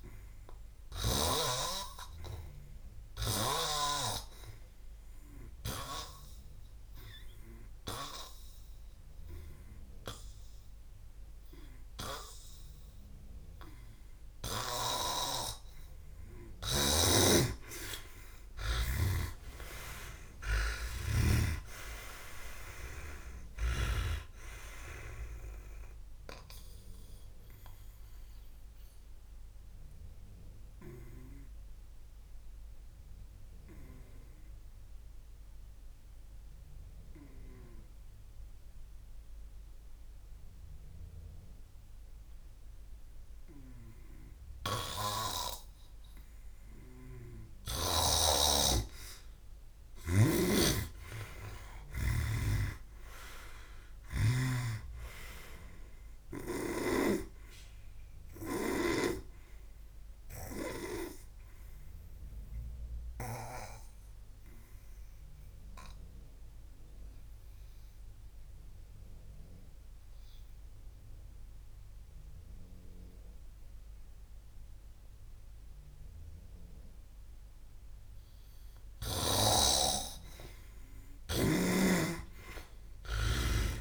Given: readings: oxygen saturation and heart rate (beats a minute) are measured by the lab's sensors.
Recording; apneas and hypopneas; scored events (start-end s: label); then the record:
breathing in sleep by a room microphone; 3
0.00-1.00 s: arousal
2.00-9.00 s: oxygen desaturation (device-marked, oxygen 95% before, 90% lowest, heart rate 58 before, 60 extreme)
6.00-17.00 s: hypopnea (oxygen 95% before, 87% lowest, heart rate 59 before, 59 extreme, up 40 after)
11.00-40.00 s: oxygen desaturation (device-marked, oxygen 98% before, 87% lowest, heart rate 60 before, 57 extreme)
16.50-21.50 s: snoring (device-marked)
19.00-23.00 s: arousal
29.50-45.50 s: obstructive apnea (oxygen 98% before, 87% lowest, heart rate 75 before, 57 extreme, up 17 after)
48.50-52.00 s: arousal
50.00-54.50 s: snoring (device-marked)
64.50-79.50 s: obstructive apnea (oxygen 95% before, 91% lowest, heart rate 65 before, 56 extreme, up 19 after)
75.00-83.81 s: oxygen desaturation (device-marked, oxygen 95% before, 91% lowest, heart rate 62 before, 58 extreme)
81.50-83.81 s: snoring (device-marked)
82.00-83.81 s: arousal
From the record:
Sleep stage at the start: N2 (light sleep); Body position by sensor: on the back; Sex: male